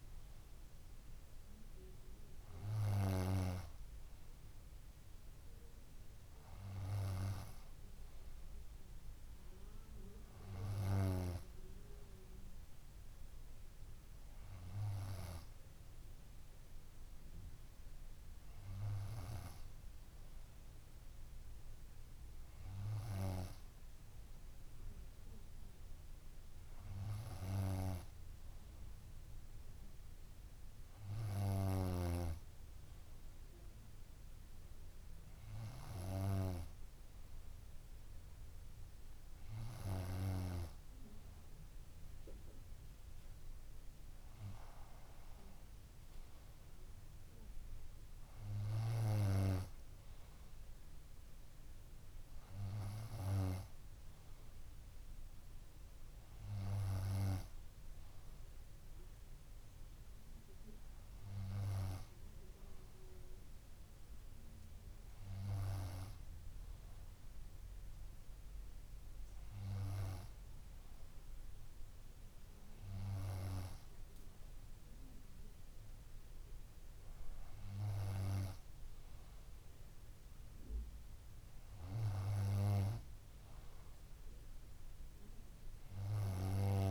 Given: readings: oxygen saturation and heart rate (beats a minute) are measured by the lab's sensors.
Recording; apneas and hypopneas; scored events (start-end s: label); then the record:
breathing in sleep by a room microphone; none
50.00-52.00 s: bradycardia (device-marked, heart rate 66 before, 60 extreme)
From the record:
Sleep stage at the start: N2 (light sleep); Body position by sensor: on the front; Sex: female